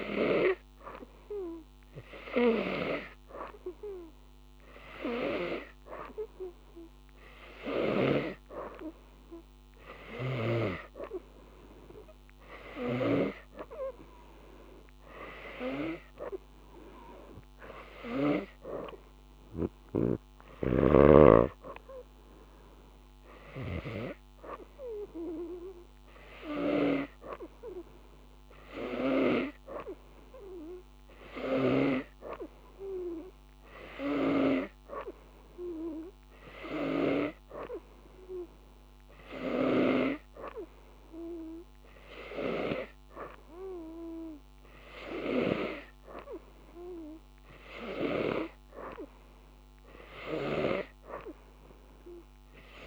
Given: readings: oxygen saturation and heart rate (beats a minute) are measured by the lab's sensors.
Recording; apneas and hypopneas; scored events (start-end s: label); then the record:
breathing in sleep by a microphone on the trachea; none
0.00-3.00 s: oxygen desaturation (device-marked, oxygen 89% lowest, heart rate 90 extreme)
11.00-28.00 s: oxygen desaturation (device-marked, oxygen 94% before, 91% lowest, heart rate 91 before, 90 extreme)
From the record:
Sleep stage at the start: N2 (light sleep); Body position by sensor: on the right side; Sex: female